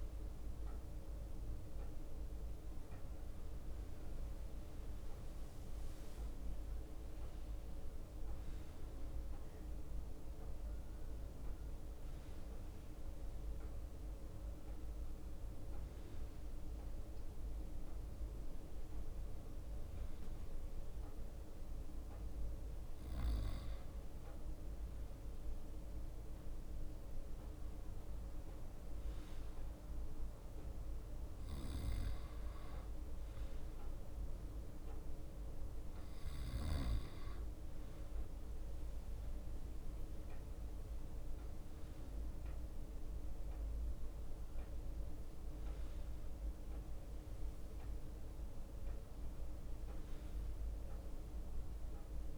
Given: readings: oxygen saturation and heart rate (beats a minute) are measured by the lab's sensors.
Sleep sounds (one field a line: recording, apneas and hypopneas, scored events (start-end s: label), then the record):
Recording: a person partly awake in a sleep study, hard to hear, by a room microphone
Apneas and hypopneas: none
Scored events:
0.00-2.50 s: leg movement (device-marked)
0.00-4.50 s: bradycardia (device-marked, heart rate 57 extreme)
5.00-10.00 s: leg movement (device-marked)
9.50-19.50 s: drop in pulse transit time (device-marked, heart rate 58 before, 61 extreme)
11.50-14.00 s: leg movement (device-marked)
17.50-25.50 s: leg movement (device-marked)
18.50-25.50 s: bradycardia (device-marked, heart rate 63 before, 58 extreme)
20.50-52.38 s: new sleep stage, N2 (light sleep)
26.00-27.50 s: leg movement (device-marked)
31.50-35.50 s: bradycardia (device-marked, heart rate 63 before, 59 extreme)
38.50-42.50 s: leg movement (device-marked)
47.00-52.38 s: leg movement (device-marked)
From the record:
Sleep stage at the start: awake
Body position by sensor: on the right side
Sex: male